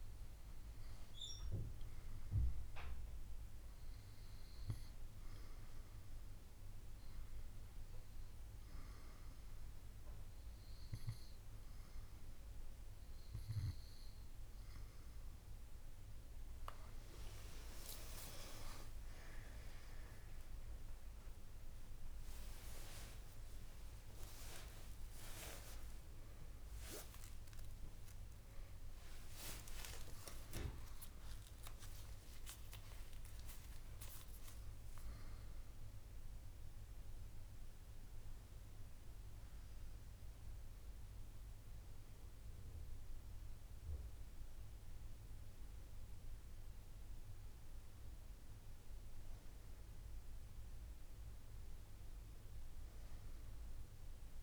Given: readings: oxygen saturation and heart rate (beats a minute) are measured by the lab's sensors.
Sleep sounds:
breathing in sleep by a room microphone; none
18.00-20.00 s: long interval between heartbeats (device-marked)
18.00-23.00 s: arousal
24.00-54.00 s: new sleep stage, N1 (lightest sleep)
54.00-54.43 s: new sleep stage, N2 (light sleep)
From the record:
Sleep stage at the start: N2 (light sleep); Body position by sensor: on the right side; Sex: female

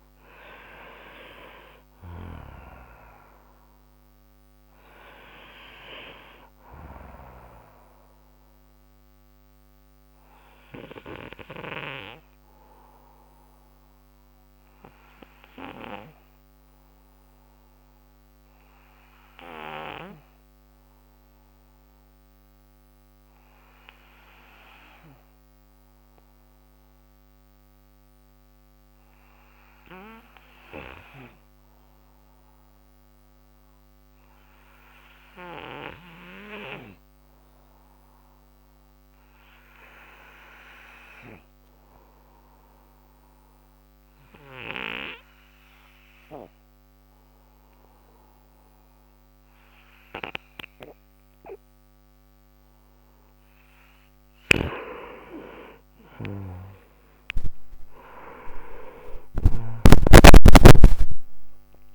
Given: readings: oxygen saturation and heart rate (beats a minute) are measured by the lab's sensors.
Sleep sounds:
breathing in sleep by a microphone on the trachea; 1
0.00-25.00 s: oxygen desaturation (device-marked, oxygen 90% lowest, heart rate 58 extreme)
11.50-53.00 s: obstructive apnea (oxygen 97% before, 90% lowest, heart rate 68 before, 58 extreme, up 34 after)
48.00-49.00 s: oxygen desaturation (device-marked, oxygen 96% before, 94% lowest, heart rate 64 before, 67 extreme)
55.00-60.50 s: arousal
From the record:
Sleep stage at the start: N2 (light sleep); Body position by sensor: on the right side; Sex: male

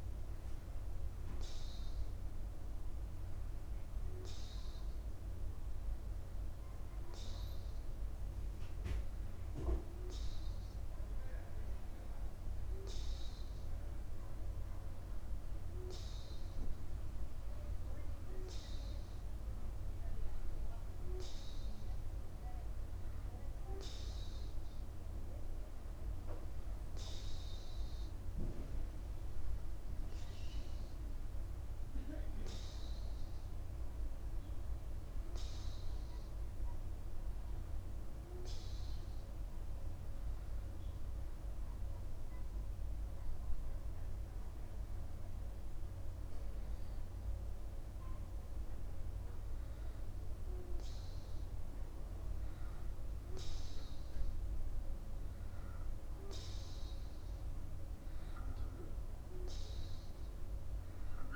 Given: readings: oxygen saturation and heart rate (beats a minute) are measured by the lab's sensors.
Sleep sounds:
breathing in sleep by a room microphone; 1
38.00-51.00 s: hypopnea (oxygen 92% before, 89% lowest)
53.00-56.50 s: arousal
From the record:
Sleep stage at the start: N2 (light sleep); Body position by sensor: upright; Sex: male

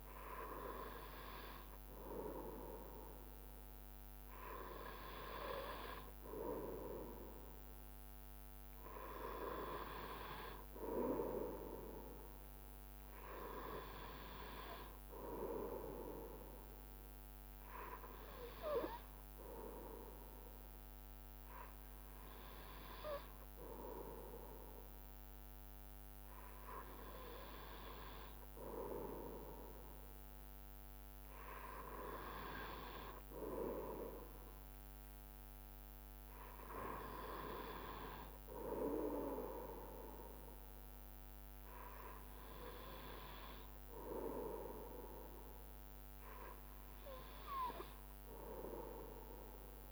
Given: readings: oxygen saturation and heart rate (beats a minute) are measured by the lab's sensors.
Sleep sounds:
breathing in sleep by a microphone on the trachea; none
48.00-49.92 s: arousal
From the record:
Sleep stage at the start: N2 (light sleep); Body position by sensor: on the right side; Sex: male

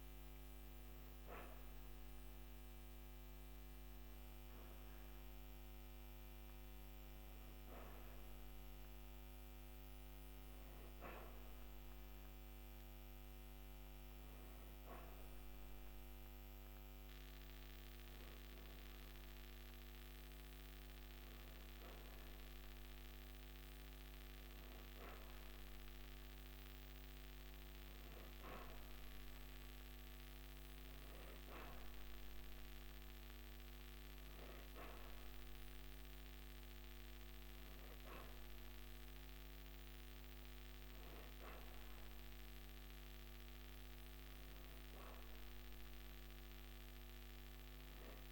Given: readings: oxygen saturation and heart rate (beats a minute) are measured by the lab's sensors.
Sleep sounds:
breathing in sleep, hard to hear, by a microphone on the trachea; none
none scored
From the record:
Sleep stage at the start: N2 (light sleep); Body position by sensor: on the back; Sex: female

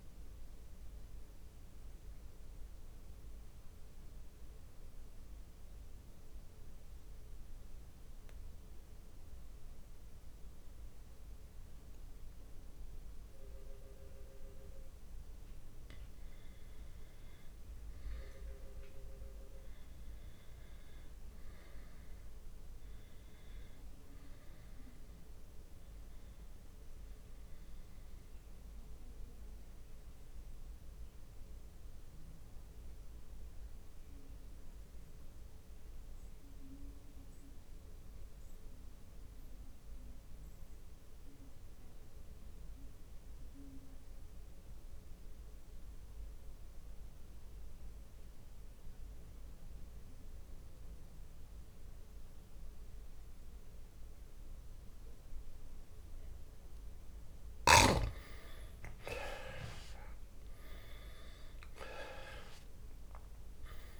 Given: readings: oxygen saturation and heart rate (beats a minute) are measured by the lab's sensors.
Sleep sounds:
breathing in sleep by a room microphone; 2
0.00-10.00 s: oxygen desaturation (device-marked, oxygen 92% lowest)
1.00-14.50 s: central apnea (oxygen 97% before, 92% lowest)
16.50-21.00 s: arousal
29.50-57.50 s: mixed apnea (oxygen 100% before, 88% lowest)
59.50-64.00 s: arousal
60.00-64.00 s: oxygen desaturation (device-marked, oxygen 99% before, 88% lowest)
From the record:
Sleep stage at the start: N2 (light sleep); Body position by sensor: on the back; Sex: male

